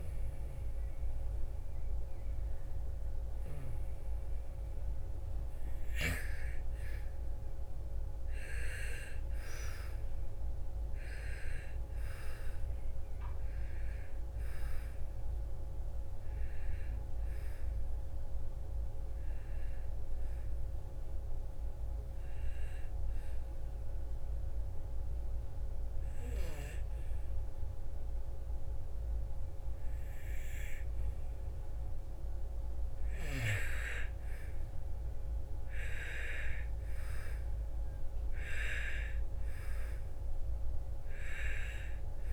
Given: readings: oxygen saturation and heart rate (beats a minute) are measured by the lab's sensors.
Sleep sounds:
breathing in sleep by a room microphone; 1
0.00-7.50 s: oxygen desaturation (device-marked, oxygen 93% lowest, heart rate 56 extreme)
7.50-13.50 s: arousal
14.50-27.50 s: oxygen desaturation (device-marked, oxygen 97% before, 91% lowest, heart rate 64 before, 55 extreme)
22.50-32.50 s: obstructive apnea (oxygen 97% before, 86% lowest, heart rate 64 before, 54 extreme, up 8 after)
34.00-37.50 s: arousal
35.50-42.33 s: new sleep stage, N2 (light sleep)
39.50-42.33 s: oxygen desaturation (device-marked, oxygen 97% before, 91% lowest, heart rate 60 before, 54 extreme)
From the record:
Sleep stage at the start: N1 (lightest sleep); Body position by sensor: on the back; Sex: female

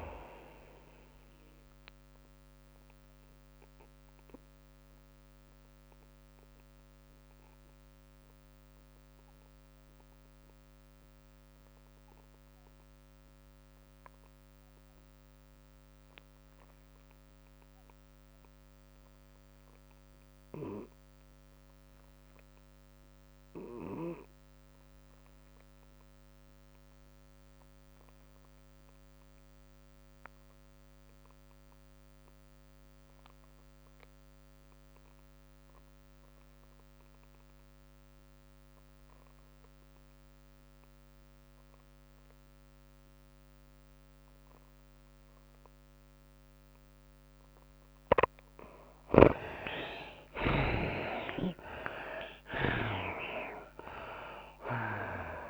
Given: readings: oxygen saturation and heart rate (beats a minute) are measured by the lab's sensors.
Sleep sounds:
breathing in sleep by a microphone on the trachea; 1
0.00-12.00 s: oxygen desaturation (device-marked, oxygen 81% lowest, heart rate 95 extreme)
0.00-17.00 s: tachycardia (device-marked, heart rate 117 extreme)
5.50-48.50 s: obstructive apnea (oxygen 99% before, 60% lowest, heart rate 114 before, 91 extreme, up 22 after)
14.00-55.50 s: oxygen desaturation (device-marked, oxygen 97% before, 60% lowest, heart rate 111 before, 91 extreme)
14.50-16.50 s: long interval between heartbeats (device-marked, heart rate 111 before, 106 extreme)
19.00-21.00 s: long interval between heartbeats (device-marked, heart rate 110 before, 95 extreme)
23.00-33.00 s: tachycardia (device-marked, heart rate 106 before, 105 extreme)
34.50-36.50 s: long interval between heartbeats (device-marked, heart rate 102 before, 103 extreme)
46.00-55.50 s: new sleep stage, N2 (light sleep)
49.00-55.50 s: tachycardia (device-marked, heart rate 105 before, 116 extreme)
50.50-55.00 s: arousal
52.00-55.50 s: drop in pulse transit time (device-marked, heart rate 97 before, 103 extreme)
From the record:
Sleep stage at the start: REM sleep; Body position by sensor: on the back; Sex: female

